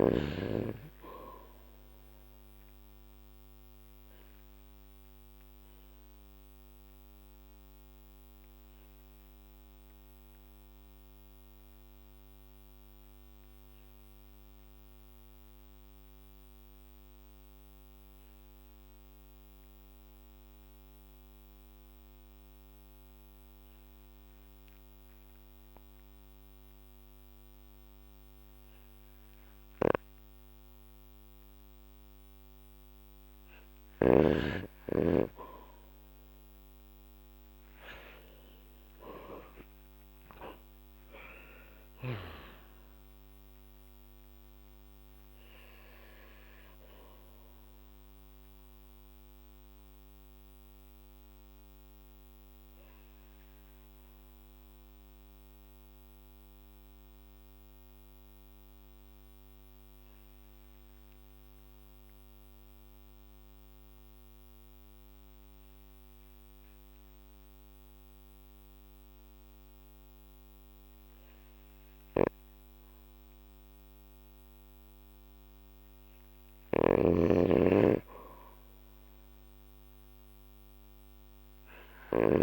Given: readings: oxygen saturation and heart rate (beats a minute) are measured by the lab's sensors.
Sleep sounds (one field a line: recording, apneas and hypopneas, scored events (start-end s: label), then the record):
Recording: breathing in sleep by a microphone on the trachea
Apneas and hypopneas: 2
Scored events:
0.00-1.00 s: arousal
4.00-32.50 s: obstructive apnea (oxygen 99% before, 94% lowest, heart rate 52 before, 47 extreme, up 11 after)
36.00-40.50 s: arousal
44.00-75.00 s: obstructive apnea (oxygen 99% before, 94% lowest, heart rate 53 before, 49 extreme, up 2 after)
76.00-82.00 s: snoring (device-marked)
78.00-82.00 s: arousal
From the record:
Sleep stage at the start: N2 (light sleep)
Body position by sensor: on the back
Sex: male